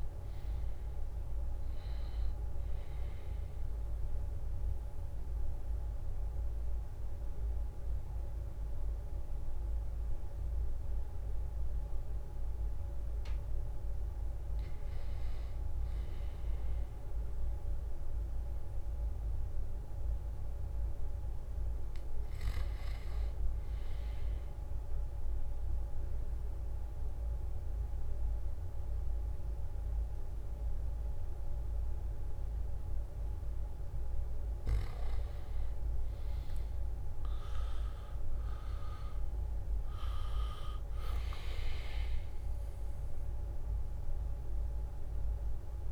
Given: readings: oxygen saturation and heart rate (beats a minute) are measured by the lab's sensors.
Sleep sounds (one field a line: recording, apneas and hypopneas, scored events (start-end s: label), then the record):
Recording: breathing in sleep, hard to hear, by a room microphone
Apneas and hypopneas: 2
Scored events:
0.00-11.00 s: oxygen desaturation (device-marked, oxygen 85% lowest, heart rate 76 extreme)
4.00-14.50 s: mixed apnea (oxygen 97% before, 85% lowest, heart rate 79 before, 76 extreme, up 2 after)
16.50-20.00 s: arousal
20.00-39.00 s: oxygen desaturation (device-marked, oxygen 98% before, 90% lowest, heart rate 80 before, 76 extreme)
26.00-36.50 s: obstructive apnea (oxygen 98% before, 85% lowest, heart rate 79 before, 76 extreme, up 1 after)
38.00-41.50 s: arousal
41.00-45.92 s: oxygen desaturation (device-marked, oxygen 93% before, 85% lowest, heart rate 76 before, 75 extreme)
From the record:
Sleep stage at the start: N2 (light sleep)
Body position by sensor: on the back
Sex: male